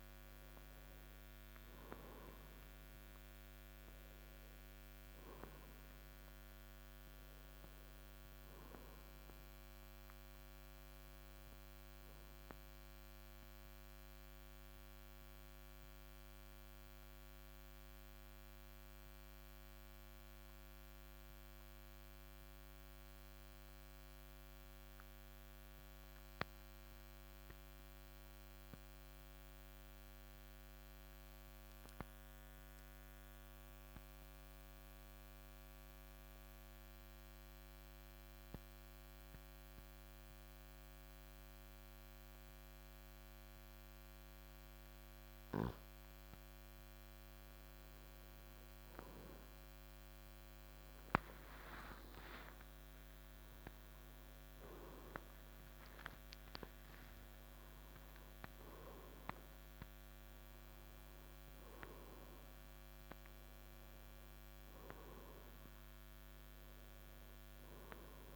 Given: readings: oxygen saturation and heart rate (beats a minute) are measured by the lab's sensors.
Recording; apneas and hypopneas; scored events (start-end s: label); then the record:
breathing in sleep by a microphone on the trachea; 1
0.00-28.00 s: oxygen desaturation (device-marked, oxygen 88% lowest, heart rate 53 extreme)
7.50-11.50 s: arousal
14.00-45.00 s: mixed apnea (oxygen 94% before, 88% lowest, heart rate 57 before, 53 extreme, up 17 after)
47.00-63.00 s: oxygen desaturation (device-marked, oxygen 96% before, 93% lowest, heart rate 54 before, 53 extreme)
50.00-55.00 s: arousal
From the record:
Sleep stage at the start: N2 (light sleep); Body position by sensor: on the right side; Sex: male